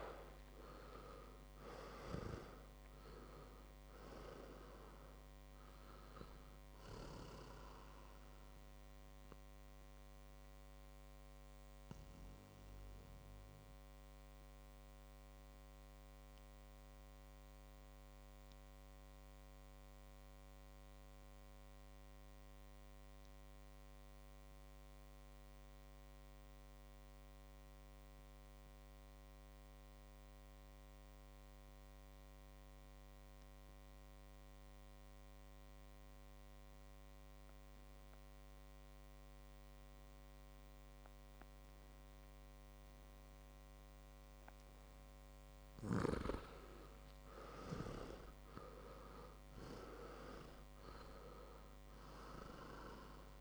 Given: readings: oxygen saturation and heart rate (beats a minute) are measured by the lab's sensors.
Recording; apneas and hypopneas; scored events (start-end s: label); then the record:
breathing in sleep by a microphone on the trachea; 1
0.00-2.00 s: arousal
0.00-23.50 s: oxygen desaturation (device-marked, oxygen 84% lowest, heart rate 48 extreme)
10.00-44.00 s: mixed apnea (oxygen 97% before, 84% lowest, heart rate 57 before, 52 extreme, up 7 after)
42.50-53.41 s: oxygen desaturation (device-marked, oxygen 100% before, 84% lowest, heart rate 59 before, 54 extreme)
46.00-50.50 s: arousal
From the record:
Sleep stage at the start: REM sleep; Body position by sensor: on the back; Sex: male